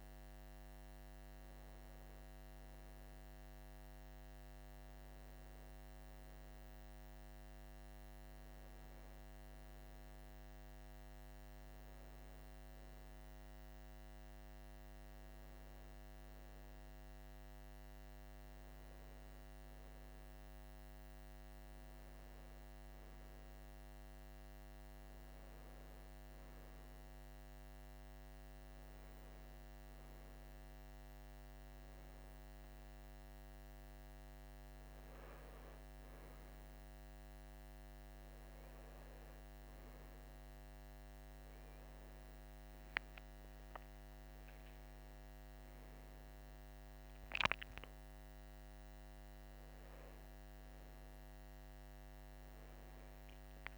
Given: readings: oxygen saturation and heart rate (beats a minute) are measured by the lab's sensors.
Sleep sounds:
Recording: breathing in sleep, hard to hear, by a microphone on the trachea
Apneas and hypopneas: none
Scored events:
none scored
From the record:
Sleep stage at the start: N3 (deep sleep)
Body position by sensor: on the right side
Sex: male

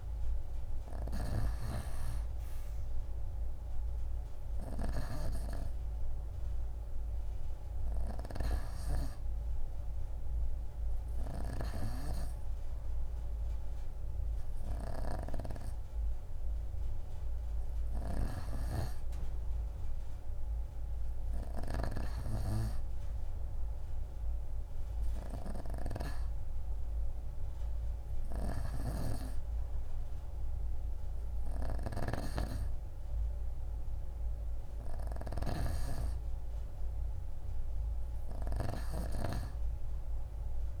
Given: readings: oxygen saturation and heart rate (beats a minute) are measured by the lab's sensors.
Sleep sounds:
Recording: breathing in sleep by a room microphone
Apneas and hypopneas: none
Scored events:
0.50-16.50 s: oxygen desaturation (device-marked, oxygen 94% before, 90% lowest)
From the record:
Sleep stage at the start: N2 (light sleep)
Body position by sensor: on the right side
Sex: female

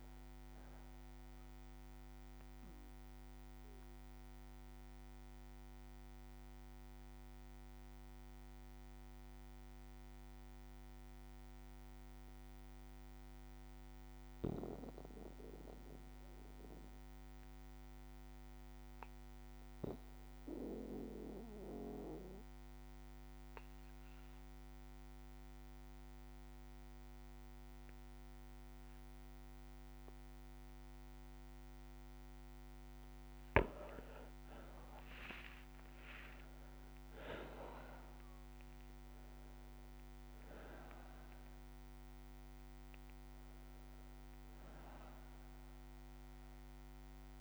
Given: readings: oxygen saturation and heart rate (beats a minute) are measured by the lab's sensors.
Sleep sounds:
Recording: breathing in sleep by a microphone on the trachea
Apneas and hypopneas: 1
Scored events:
0.00-12.00 s: oxygen desaturation (device-marked, oxygen 88% lowest, heart rate 56 extreme)
0.00-32.00 s: bradycardia (device-marked, heart rate 56 extreme)
2.00-31.50 s: obstructive apnea (oxygen 97% before, 88% lowest, heart rate 62 before, 56 extreme, up 14 after)
31.00-47.41 s: oxygen desaturation (device-marked, oxygen 98% before, 91% lowest, heart rate 58 before, 57 extreme)
34.00-38.00 s: arousal
36.00-38.00 s: long interval between heartbeats (device-marked, heart rate 59 before, 69 extreme)
From the record:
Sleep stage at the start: N2 (light sleep)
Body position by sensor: on the back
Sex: male

